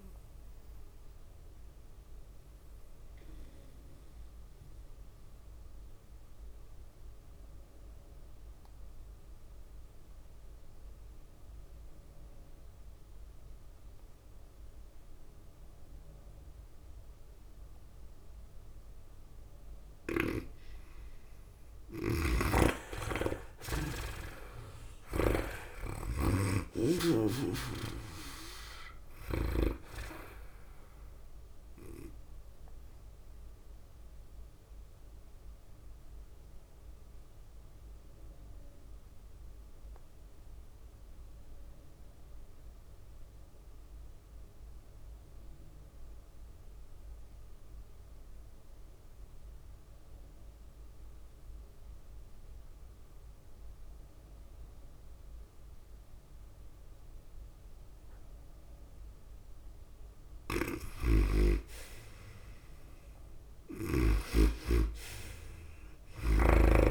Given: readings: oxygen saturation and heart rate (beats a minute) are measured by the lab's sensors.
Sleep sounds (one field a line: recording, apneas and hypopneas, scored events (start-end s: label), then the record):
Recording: breathing in sleep by a room microphone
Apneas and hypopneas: 2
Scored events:
0.00-5.00 s: tachycardia (device-marked, heart rate 104 extreme)
0.00-10.00 s: drop in pulse transit time (device-marked, heart rate 99 extreme)
0.00-10.00 s: oxygen desaturation (device-marked, oxygen 82% lowest, heart rate 93 extreme)
1.00-21.00 s: obstructive apnea (oxygen 98% before, 81% lowest, heart rate 98 before, 93 extreme, up 8 after)
20.50-24.50 s: snoring (device-marked)
23.00-49.00 s: oxygen desaturation (device-marked, oxygen 98% before, 82% lowest, heart rate 97 before, 92 extreme)
23.50-26.00 s: arousal
24.00-37.00 s: tachycardia (device-marked, heart rate 100 before, 105 extreme)
26.50-30.00 s: snoring (device-marked)
29.00-43.00 s: drop in pulse transit time (device-marked, heart rate 96 before, 99 extreme)
33.50-61.00 s: obstructive apnea (oxygen 98% before, 81% lowest, heart rate 97 before, 92 extreme, up 8 after)
54.00-66.91 s: oxygen desaturation (device-marked, oxygen 99% before, 81% lowest, heart rate 99 before, 92 extreme)
61.00-64.50 s: snoring (device-marked)
65.00-66.91 s: arousal
From the record:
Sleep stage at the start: N2 (light sleep)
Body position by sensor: on the right side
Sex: female